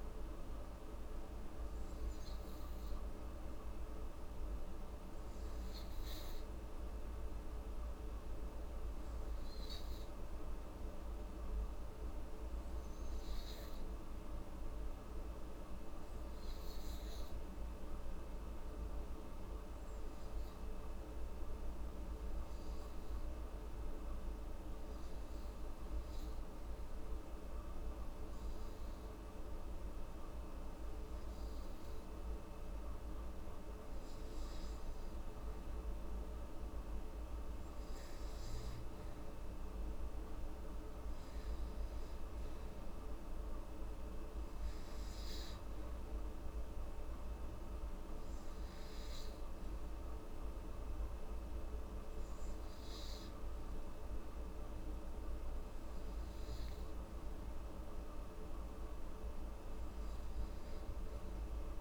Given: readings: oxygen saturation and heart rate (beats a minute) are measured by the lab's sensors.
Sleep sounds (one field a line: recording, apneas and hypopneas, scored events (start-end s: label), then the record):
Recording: breathing in sleep, hard to hear, by a room microphone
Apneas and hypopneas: 1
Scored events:
17.50-32.00 s: obstructive apnea (oxygen 95% before, 91% lowest, heart rate 70 before, 70 extreme, up 3 after)
33.50-37.00 s: arousal
48.50-60.50 s: oxygen desaturation (device-marked, oxygen 95% before, 91% lowest, heart rate 73 before, 72 extreme)
From the record:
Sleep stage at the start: N2 (light sleep)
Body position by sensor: on the back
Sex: female